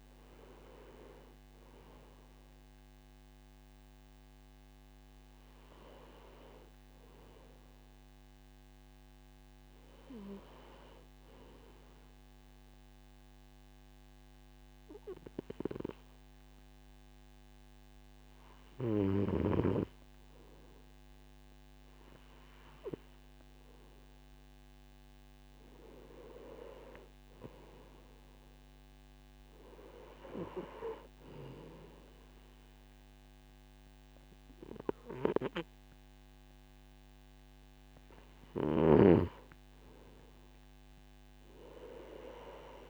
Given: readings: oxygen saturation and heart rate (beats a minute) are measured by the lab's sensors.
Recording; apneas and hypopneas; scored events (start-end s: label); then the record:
breathing in sleep by a microphone on the trachea; 1
4.00-7.00 s: arousal
13.00-25.50 s: hypopnea (oxygen 97% before, 94% lowest, heart rate 56 before, 55 extreme, up 6 after)
27.00-30.00 s: arousal
From the record:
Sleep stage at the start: N2 (light sleep); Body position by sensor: on the right side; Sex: male